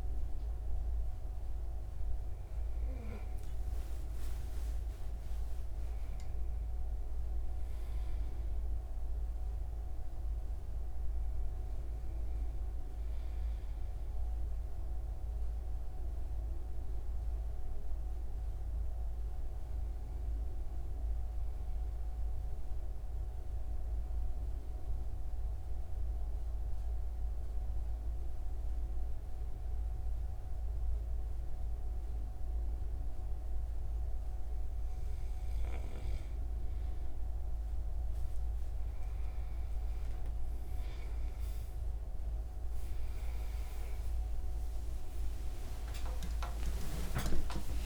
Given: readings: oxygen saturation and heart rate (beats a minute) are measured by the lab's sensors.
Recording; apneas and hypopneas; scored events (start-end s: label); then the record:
breathing in sleep, hard to hear, by a room microphone; 1
14.00-34.00 s: hypopnea (oxygen 96% before, 91% lowest, heart rate 78 before, 45 extreme, up 8 after)
43.50-47.86 s: arousal
45.00-47.86 s: oxygen desaturation (device-marked, oxygen 95% before, 91% lowest)
From the record:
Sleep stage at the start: N2 (light sleep); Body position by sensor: on the right side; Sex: male